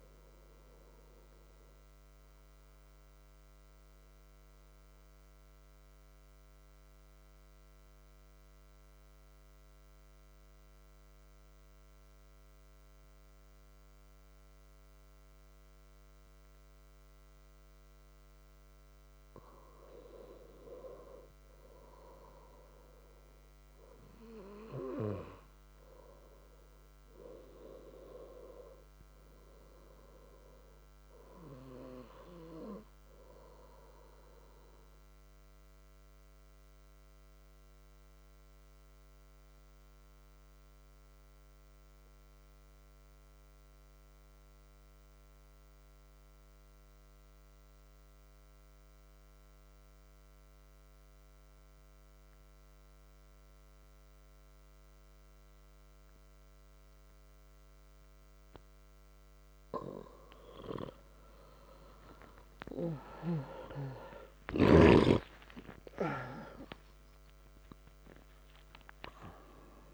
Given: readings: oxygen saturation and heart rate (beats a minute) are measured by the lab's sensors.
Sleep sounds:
breathing in sleep by a microphone on the trachea; 2
0.50-18.50 s: mixed apnea (oxygen 94% before, 91% lowest, heart rate 65 before, 63 extreme, up 1 after)
20.50-25.50 s: arousal
34.50-58.50 s: obstructive apnea (oxygen 96% before, 91% lowest, heart rate 65 before, 63 extreme, up 55 after)
58.50-69.94 s: oxygen desaturation (device-marked, oxygen 95% before, 91% lowest)
From the record:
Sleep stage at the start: N2 (light sleep); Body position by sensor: on the back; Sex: male

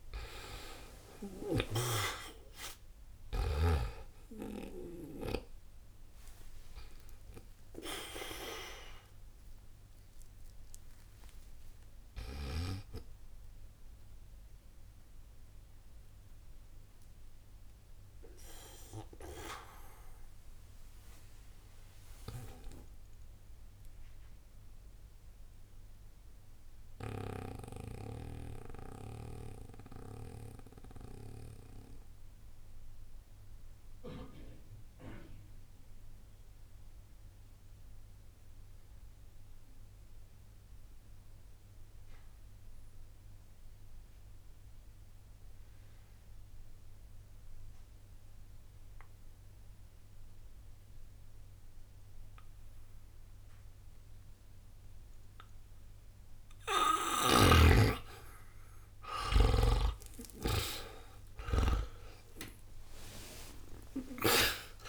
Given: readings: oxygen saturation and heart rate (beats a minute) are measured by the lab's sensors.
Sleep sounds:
breathing in sleep by a room microphone; 1
0.00-3.50 s: snoring (device-marked)
0.00-32.50 s: oxygen desaturation (device-marked, oxygen 75% lowest, heart rate 60 extreme)
13.50-57.50 s: obstructive apnea (oxygen 93% before, 75% lowest, heart rate 124 before, 60 extreme)
53.50-64.89 s: oxygen desaturation (device-marked, oxygen 98% before, 79% lowest, heart rate 60 before, 60 extreme)
60.50-64.89 s: arousal
From the record:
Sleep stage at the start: N2 (light sleep); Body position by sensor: on the back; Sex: male

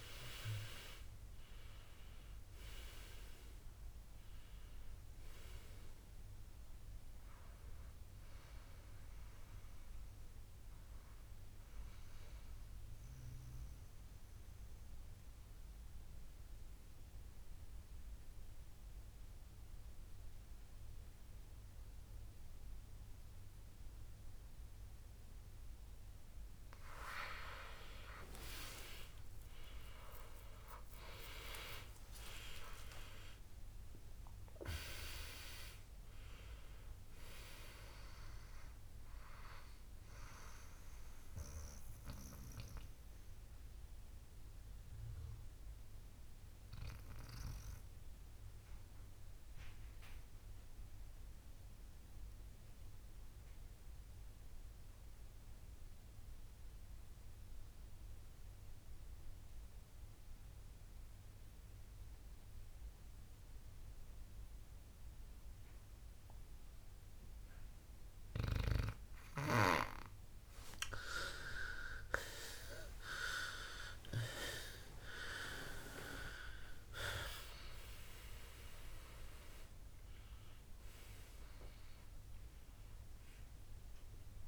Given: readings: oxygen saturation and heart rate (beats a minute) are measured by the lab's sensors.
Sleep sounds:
breathing in sleep by a room microphone; 2
0.00-22.50 s: oxygen desaturation (device-marked, oxygen 92% lowest, heart rate 56 extreme)
13.00-27.50 s: mixed apnea (oxygen 97% before, 90% lowest, heart rate 73 before, 56 extreme, up 18 after)
28.50-30.50 s: long interval between heartbeats (device-marked, heart rate 63 before, 69 extreme)
30.00-33.50 s: arousal
40.00-70.00 s: mixed apnea (oxygen 98% before, 90% lowest, heart rate 69 before, 57 extreme, up 33 after)
68.50-84.48 s: oxygen desaturation (device-marked, oxygen 98% before, 90% lowest, heart rate 60 before, 58 extreme)
72.00-76.50 s: arousal
73.50-75.50 s: long interval between heartbeats (device-marked, heart rate 61 before, 78 extreme)
From the record:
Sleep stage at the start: N2 (light sleep); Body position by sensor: on the back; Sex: male

